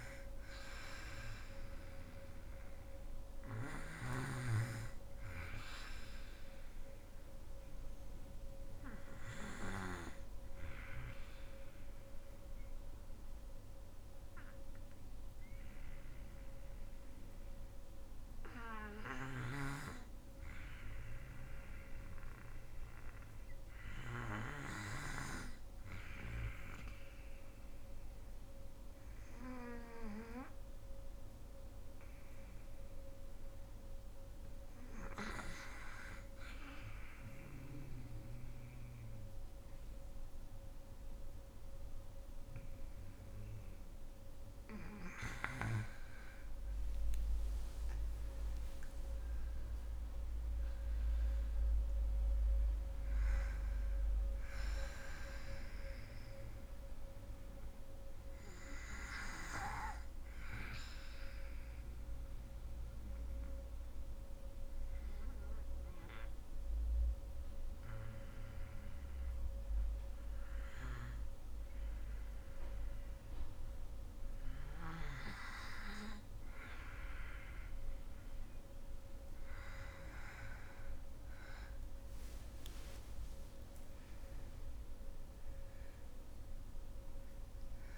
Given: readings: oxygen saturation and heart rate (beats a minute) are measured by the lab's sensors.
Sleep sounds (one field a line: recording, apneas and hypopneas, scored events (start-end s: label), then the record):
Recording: breathing in sleep by a room microphone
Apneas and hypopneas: 2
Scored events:
0.00-17.50 s: oxygen desaturation (device-marked, oxygen 90% lowest, heart rate 52 extreme)
10.50-25.50 s: hypopnea (oxygen 99% before, 90% lowest, heart rate 60 before, 51 extreme, up 5 after)
13.50-87.98 s: new sleep stage, N2 (light sleep)
18.50-24.50 s: snoring (device-marked)
27.00-31.00 s: arousal
37.50-70.50 s: oxygen desaturation (device-marked, oxygen 98% before, 90% lowest, heart rate 56 before, 51 extreme)
46.00-49.50 s: arousal
55.50-74.00 s: obstructive apnea (oxygen 99% before, 90% lowest, heart rate 58 before, 51 extreme, up 9 after)
80.00-84.50 s: arousal
81.50-87.98 s: oxygen desaturation (device-marked, oxygen 99% before, 94% lowest, heart rate 53 before, 48 extreme)
From the record:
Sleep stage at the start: REM sleep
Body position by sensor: on the back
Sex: female